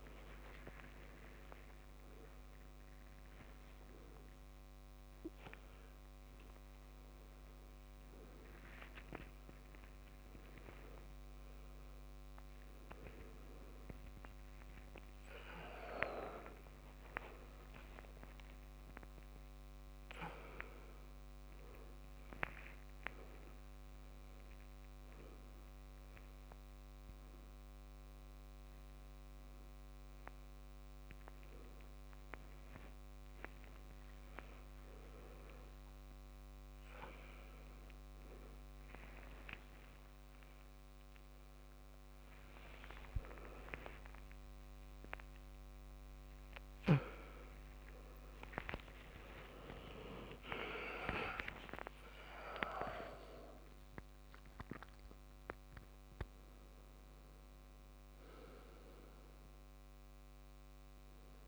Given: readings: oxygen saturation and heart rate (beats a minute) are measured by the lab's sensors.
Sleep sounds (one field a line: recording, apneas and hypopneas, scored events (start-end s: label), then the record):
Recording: a person awake in a sleep study, by a microphone on the trachea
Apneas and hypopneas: none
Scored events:
4.50-14.50 s: oxygen desaturation (device-marked, oxygen 99% before, 96% lowest, heart rate 98 before, 83 extreme)
14.50-20.50 s: tachycardia (device-marked, heart rate 85 before, 109 extreme)
17.50-19.50 s: long interval between heartbeats (device-marked, heart rate 96 before, 108 extreme)
38.50-61.48 s: oxygen desaturation (device-marked, oxygen 98% before, 92% lowest, heart rate 91 before, 83 extreme)
45.50-51.50 s: tachycardia (device-marked, heart rate 87 before, 118 extreme)
49.00-51.00 s: long interval between heartbeats (device-marked, heart rate 89 before, 116 extreme)
From the record:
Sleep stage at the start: awake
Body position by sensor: on the right side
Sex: male